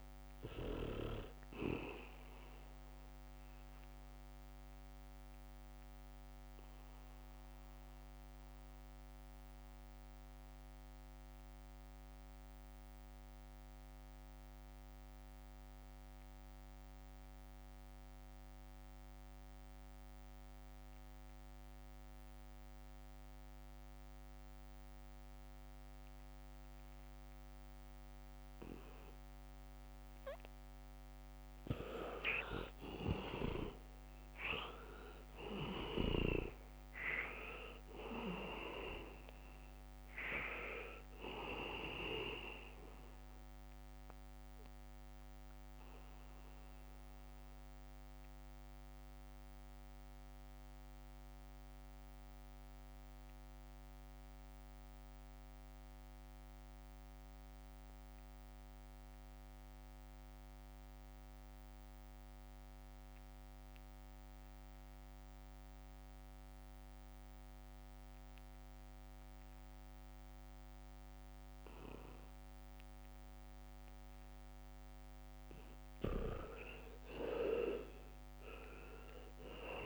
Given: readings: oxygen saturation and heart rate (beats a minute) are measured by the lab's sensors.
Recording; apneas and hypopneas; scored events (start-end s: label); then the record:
breathing in sleep by a microphone on the trachea; 2
0.00-1.50 s: leg movement (device-marked)
0.00-24.00 s: oxygen desaturation (device-marked, oxygen 77% lowest, heart rate 64 extreme)
3.50-30.50 s: mixed apnea (oxygen 99% before, 77% lowest, heart rate 67 before, 68 extreme)
25.50-27.50 s: leg movement (device-marked)
32.00-58.00 s: oxygen desaturation (device-marked, oxygen 99% before, 78% lowest, heart rate 73 before, 64 extreme)
35.00-39.00 s: arousal
45.00-75.00 s: mixed apnea (oxygen 99% before, 78% lowest, heart rate 70 before, 64 extreme, up 4 after)
68.00-79.86 s: oxygen desaturation (device-marked, oxygen 99% before, 78% lowest, heart rate 72 before, 63 extreme)
72.50-77.00 s: leg movement (device-marked)
77.50-79.86 s: arousal
78.50-79.86 s: leg movement (device-marked)
From the record:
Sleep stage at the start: N2 (light sleep); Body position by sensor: on the back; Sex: male